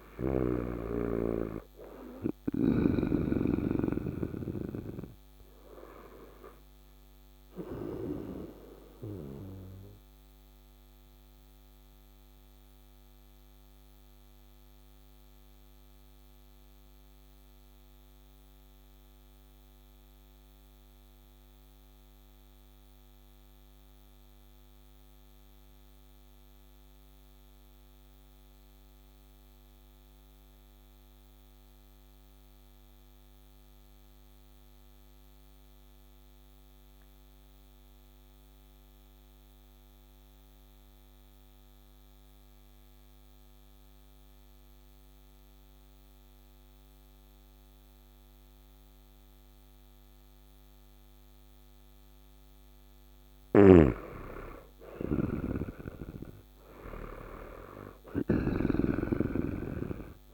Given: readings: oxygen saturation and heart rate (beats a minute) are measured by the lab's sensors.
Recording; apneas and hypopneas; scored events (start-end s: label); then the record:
breathing in sleep by a microphone on the trachea; 1
0.00-21.00 s: oxygen desaturation (device-marked, oxygen 90% lowest, heart rate 59 extreme)
9.50-52.50 s: obstructive apnea (oxygen 98% before, 86% lowest, heart rate 68 before, 59 extreme, up 9 after)
12.00-60.34 s: new sleep stage, REM sleep
53.00-60.34 s: snoring (device-marked)
54.50-59.00 s: arousal
58.00-60.34 s: oxygen desaturation (device-marked, oxygen 98% before, 86% lowest, heart rate 62 before, 57 extreme)
From the record:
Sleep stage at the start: N2 (light sleep); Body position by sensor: on the right side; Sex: male